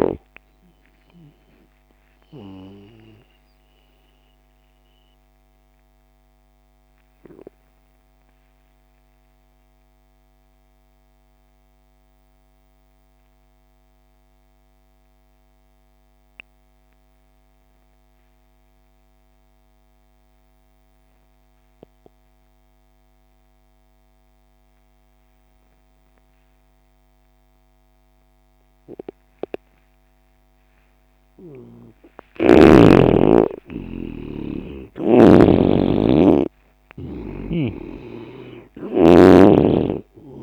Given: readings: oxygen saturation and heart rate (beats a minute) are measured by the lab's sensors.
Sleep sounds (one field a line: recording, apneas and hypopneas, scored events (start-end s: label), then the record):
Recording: breathing in sleep by a microphone on the trachea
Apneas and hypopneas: 1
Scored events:
0.00-13.50 s: oxygen desaturation (device-marked, oxygen 87% lowest)
3.00-29.50 s: obstructive apnea (oxygen 97% before, 87% lowest)
30.50-40.43 s: oxygen desaturation (device-marked, oxygen 98% before, 87% lowest)
31.50-36.50 s: arousal
37.00-40.43 s: snoring (device-marked)
From the record:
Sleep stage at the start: N2 (light sleep)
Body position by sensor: on the left side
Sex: male